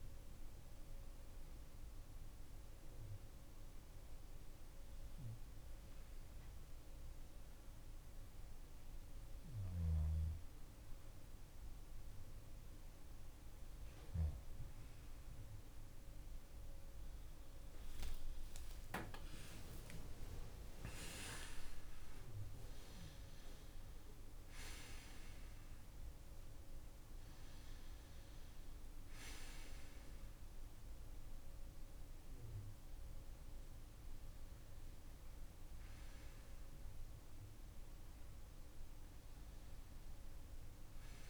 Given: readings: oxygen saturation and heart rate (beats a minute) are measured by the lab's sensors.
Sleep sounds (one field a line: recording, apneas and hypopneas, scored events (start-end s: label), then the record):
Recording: breathing in sleep by a room microphone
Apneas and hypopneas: none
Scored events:
18.50-23.50 s: arousal
From the record:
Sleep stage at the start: N2 (light sleep)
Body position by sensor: upright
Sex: male